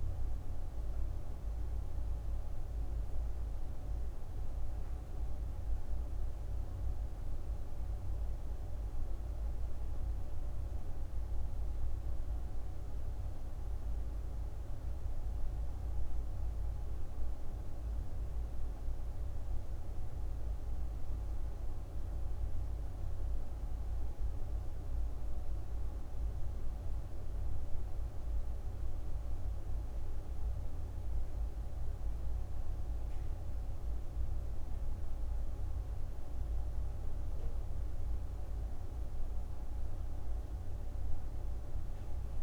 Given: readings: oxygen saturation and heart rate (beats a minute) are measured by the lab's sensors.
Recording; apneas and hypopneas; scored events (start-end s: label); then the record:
breathing in sleep, hard to hear, by a room microphone; none
none scored
From the record:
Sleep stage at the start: N1 (lightest sleep); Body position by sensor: on the right side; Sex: female